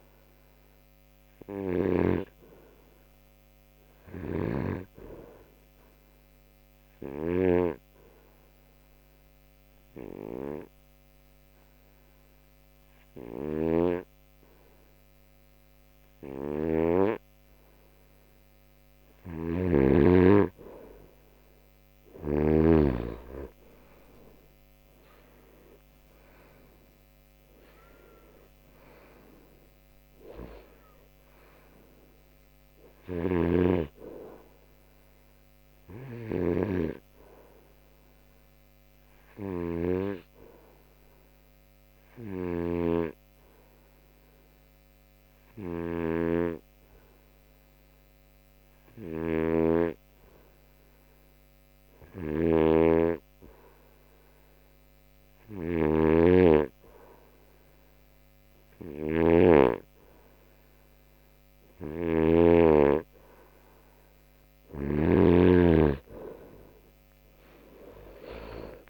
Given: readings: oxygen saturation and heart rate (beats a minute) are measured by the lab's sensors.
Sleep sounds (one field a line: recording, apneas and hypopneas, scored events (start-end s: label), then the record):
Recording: breathing in sleep by a microphone on the trachea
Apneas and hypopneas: 2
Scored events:
0.00-18.50 s: oxygen desaturation (device-marked, oxygen 89% lowest)
7.50-20.00 s: obstructive apnea (oxygen 95% before, 89% lowest)
19.50-23.00 s: snoring (device-marked)
22.50-26.00 s: arousal
35.00-63.50 s: hypopnea (oxygen 95% before, 90% lowest)
42.50-55.50 s: oxygen desaturation (device-marked, oxygen 94% before, 90% lowest)
52.50-56.50 s: snoring (device-marked)
67.00-68.90 s: arousal
From the record:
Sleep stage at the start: N2 (light sleep)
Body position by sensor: on the right side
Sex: male